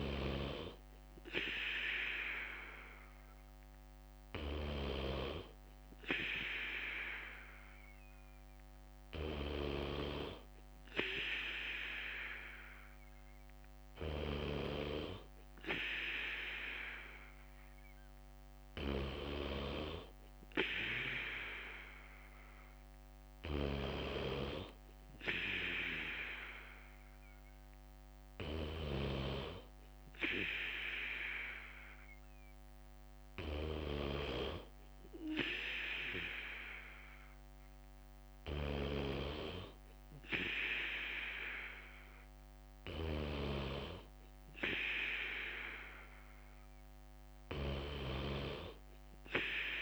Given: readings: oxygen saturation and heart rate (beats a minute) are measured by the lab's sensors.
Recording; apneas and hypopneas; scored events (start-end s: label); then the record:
breathing in sleep by a microphone on the trachea; none
0.00-1.00 s: bradycardia (device-marked, heart rate 60 extreme)
23.00-36.00 s: bradycardia (device-marked, heart rate 59 before, 57 extreme)
38.00-49.82 s: bradycardia (device-marked, heart rate 59 before, 57 extreme)
From the record:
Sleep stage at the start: N3 (deep sleep); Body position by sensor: on the back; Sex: male